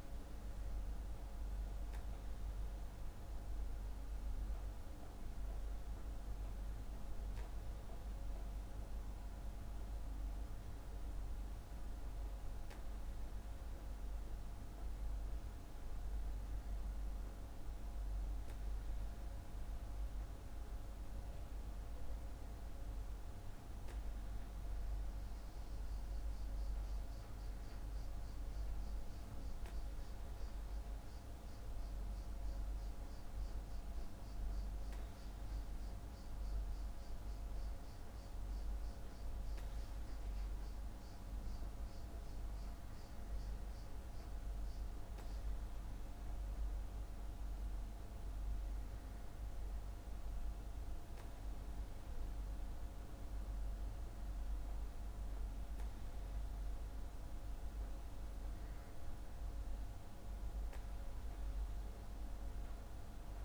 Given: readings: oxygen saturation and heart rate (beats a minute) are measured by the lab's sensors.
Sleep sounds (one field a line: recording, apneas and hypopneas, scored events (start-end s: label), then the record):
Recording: breathing in sleep, hard to hear, by a room microphone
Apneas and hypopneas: none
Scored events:
none scored
From the record:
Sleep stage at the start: N2 (light sleep)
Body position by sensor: on the back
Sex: male